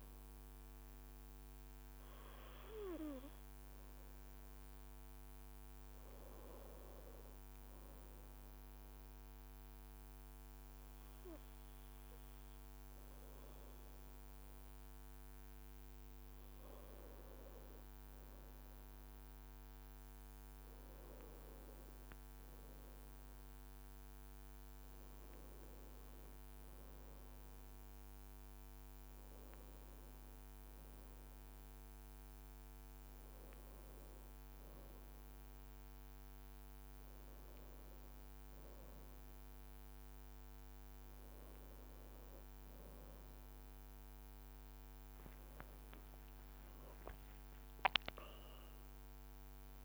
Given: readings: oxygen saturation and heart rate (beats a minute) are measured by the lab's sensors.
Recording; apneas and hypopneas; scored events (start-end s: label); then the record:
breathing in sleep, hard to hear, by a microphone on the trachea; 1
7.00-18.00 s: obstructive apnea (oxygen 95% before, 93% lowest, heart rate 55 before, 52 extreme, up 5 after)
20.00-25.00 s: arousal
21.50-27.00 s: leg movement (device-marked)
From the record:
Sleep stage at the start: N2 (light sleep); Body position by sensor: on the right side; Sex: male